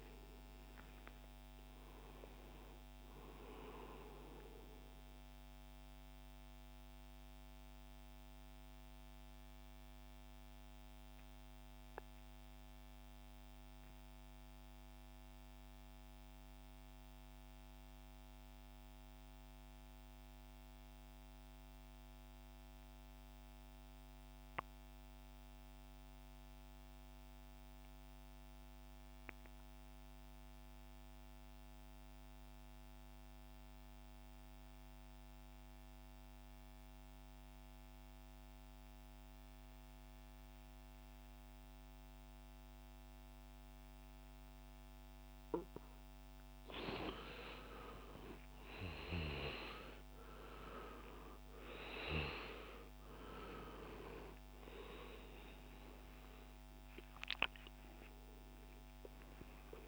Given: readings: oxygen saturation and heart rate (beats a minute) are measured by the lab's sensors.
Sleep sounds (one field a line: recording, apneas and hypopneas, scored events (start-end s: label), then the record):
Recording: breathing in sleep by a microphone on the trachea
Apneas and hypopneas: 1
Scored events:
4.00-46.00 s: mixed apnea (oxygen 99% before, 83% lowest, heart rate 62 before, 59 extreme, up 11 after)
25.50-59.88 s: oxygen desaturation (device-marked, oxygen 98% before, 83% lowest, heart rate 65 before, 59 extreme)
47.50-50.50 s: arousal
From the record:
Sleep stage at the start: N2 (light sleep)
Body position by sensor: on the back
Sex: male